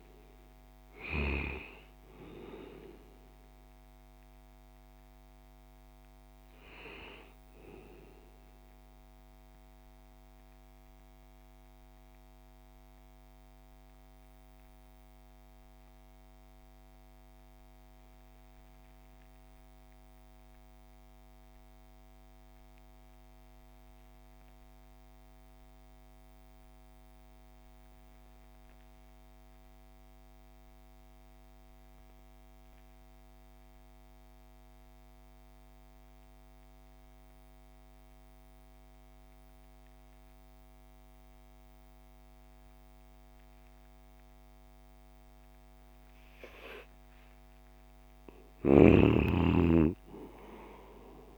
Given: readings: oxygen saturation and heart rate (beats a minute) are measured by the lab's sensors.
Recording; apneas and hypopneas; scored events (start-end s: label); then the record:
breathing in sleep by a microphone on the trachea; 1
0.00-25.50 s: oxygen desaturation (device-marked, oxygen 70% lowest)
9.00-46.50 s: mixed apnea (oxygen 92% before, 70% lowest)
40.50-51.37 s: oxygen desaturation (device-marked, oxygen 97% before, 76% lowest)
48.00-51.37 s: snoring (device-marked)
48.50-51.37 s: arousal
From the record:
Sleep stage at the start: REM sleep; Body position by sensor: on the left side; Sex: male